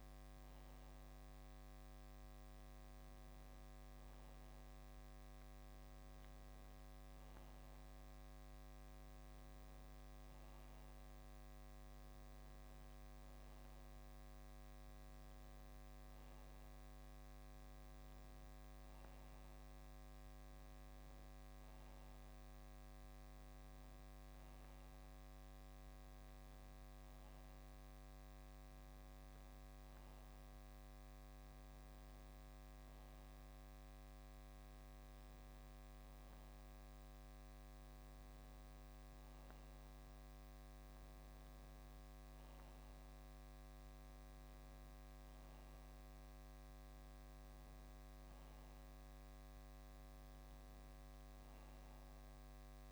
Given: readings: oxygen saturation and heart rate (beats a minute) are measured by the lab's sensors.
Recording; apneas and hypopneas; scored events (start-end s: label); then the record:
breathing in sleep, hard to hear, by a microphone on the trachea; none
none scored
From the record:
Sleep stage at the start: N2 (light sleep); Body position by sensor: on the back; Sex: male